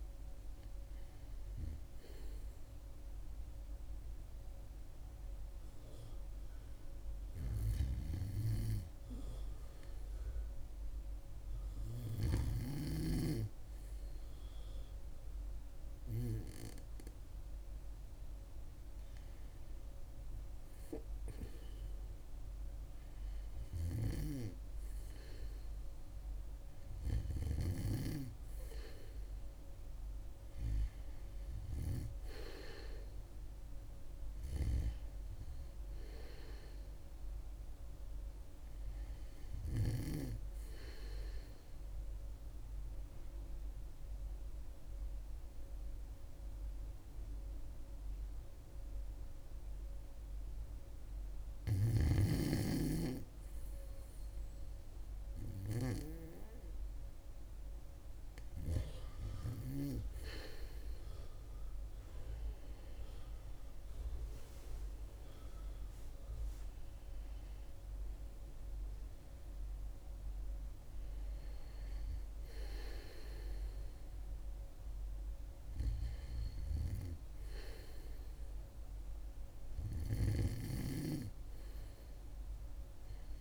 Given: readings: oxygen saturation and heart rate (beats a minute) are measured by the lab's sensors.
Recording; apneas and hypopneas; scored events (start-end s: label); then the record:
breathing in sleep by a room microphone; 1
13.00-29.00 s: oxygen desaturation (device-marked, oxygen 99% before, 95% lowest, heart rate 71 before, 68 extreme)
42.00-52.50 s: obstructive apnea (oxygen 98% before, 96% lowest, heart rate 70 before, 70 extreme, up 2 after)
61.50-66.50 s: arousal
From the record:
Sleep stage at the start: REM sleep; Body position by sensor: on the back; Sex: female